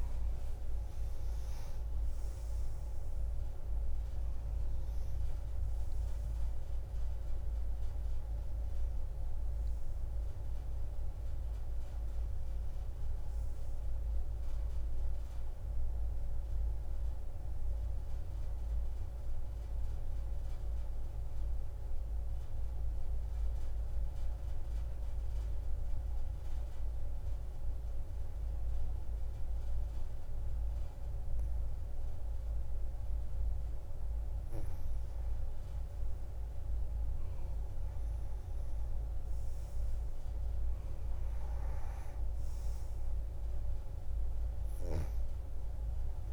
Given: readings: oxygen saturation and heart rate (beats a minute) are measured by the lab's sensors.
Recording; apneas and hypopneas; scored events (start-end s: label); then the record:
breathing in sleep, hard to hear, by a room microphone; 1
0.00-27.50 s: oxygen desaturation (device-marked, oxygen 87% lowest)
21.50-34.50 s: hypopnea (oxygen 93% before, 87% lowest)
37.50-41.50 s: arousal
41.50-46.33 s: oxygen desaturation (device-marked, oxygen 97% before, 91% lowest)
From the record:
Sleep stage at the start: N2 (light sleep); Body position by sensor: on the back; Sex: female